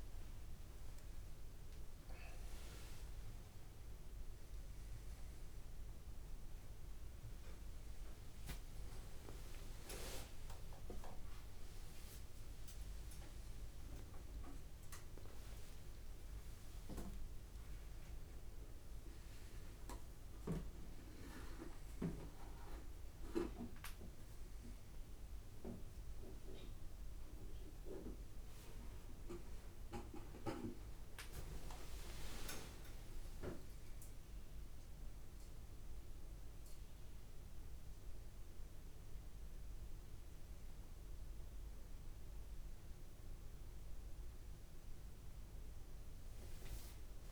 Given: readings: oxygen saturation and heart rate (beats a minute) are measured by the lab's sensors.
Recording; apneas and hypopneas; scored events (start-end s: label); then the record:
a person awake in a sleep study, by a room microphone; none
31.50-40.50 s: tachycardia (device-marked, heart rate 74 before, 150 extreme)
41.50-47.32 s: oxygen desaturation (device-marked, oxygen 96% before, 93% lowest, heart rate 83 before, 76 extreme)
From the record:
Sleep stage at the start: awake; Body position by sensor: upright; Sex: male